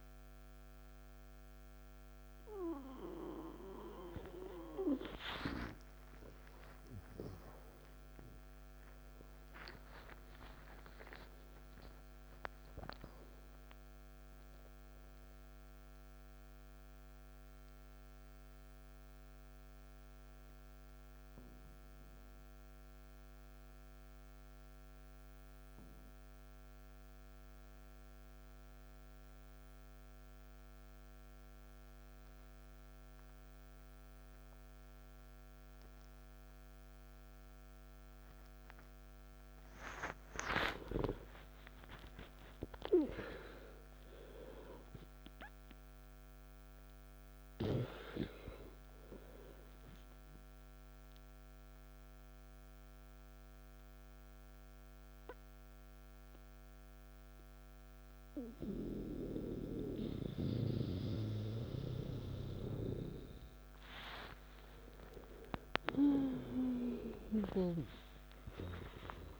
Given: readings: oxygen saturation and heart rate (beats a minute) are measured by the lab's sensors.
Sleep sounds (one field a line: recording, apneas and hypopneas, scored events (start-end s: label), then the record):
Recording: breathing in sleep by a microphone on the trachea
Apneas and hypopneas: 2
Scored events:
18.00-39.50 s: mixed apnea (oxygen 97% before, 87% lowest, heart rate 72 before, 55 extreme, up 17 after)
36.00-65.00 s: oxygen desaturation (device-marked, oxygen 96% before, 87% lowest, heart rate 60 before, 58 extreme)
40.50-45.00 s: arousal
52.00-63.50 s: central apnea (oxygen 96% before, 87% lowest, heart rate 66 before, 58 extreme, up 19 after)
56.00-69.39 s: new sleep stage, awake
From the record:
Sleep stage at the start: N2 (light sleep)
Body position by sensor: on the back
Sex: male